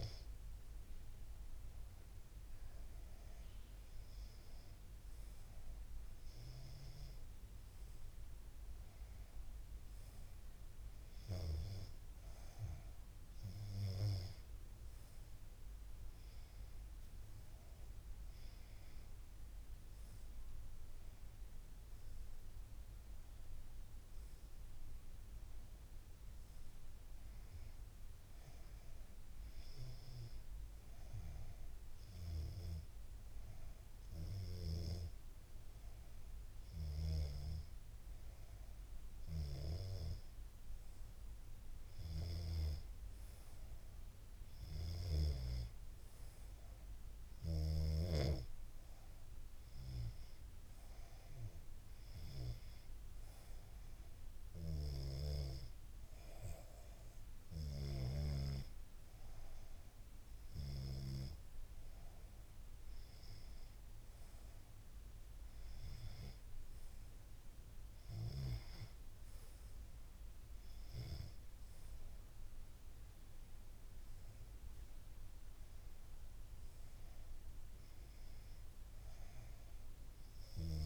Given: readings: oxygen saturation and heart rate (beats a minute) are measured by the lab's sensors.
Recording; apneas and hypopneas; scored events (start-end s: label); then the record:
breathing in sleep by a room microphone; 1
16.00-21.50 s: arousal
28.50-39.50 s: obstructive apnea (oxygen 93% before, 91% lowest, heart rate 85 before, 81 extreme, up 0 after)
42.50-46.50 s: arousal
From the record:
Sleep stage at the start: N2 (light sleep); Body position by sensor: on the back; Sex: female